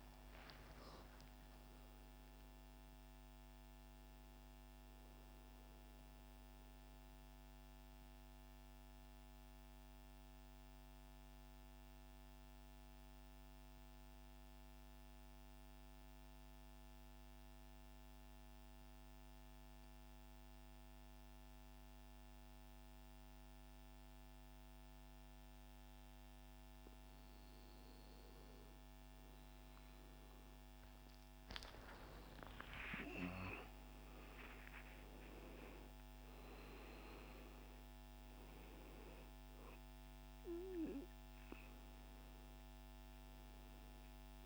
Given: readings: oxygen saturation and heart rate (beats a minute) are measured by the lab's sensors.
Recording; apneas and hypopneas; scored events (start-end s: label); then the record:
breathing in sleep by a microphone on the trachea; 1
0.00-1.50 s: arousal
5.50-26.50 s: central apnea (oxygen 99% before, 93% lowest, heart rate 132 before, 27 extreme, up 4 after)
28.50-32.50 s: arousal
30.00-44.46 s: oxygen desaturation (device-marked, oxygen 99% before, 95% lowest, heart rate 97 before, 30 extreme)
From the record:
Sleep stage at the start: N2 (light sleep); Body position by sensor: on the right side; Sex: male